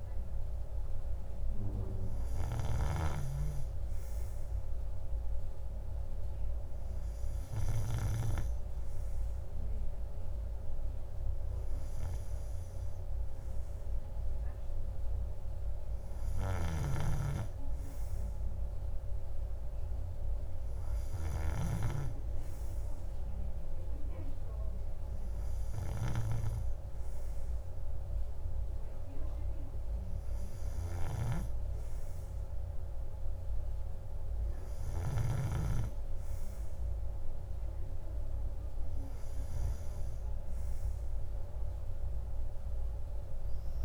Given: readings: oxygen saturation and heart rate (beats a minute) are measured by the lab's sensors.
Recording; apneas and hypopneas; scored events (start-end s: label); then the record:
breathing in sleep by a room microphone; none
none scored
From the record:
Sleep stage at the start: N2 (light sleep); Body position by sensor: on the right side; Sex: male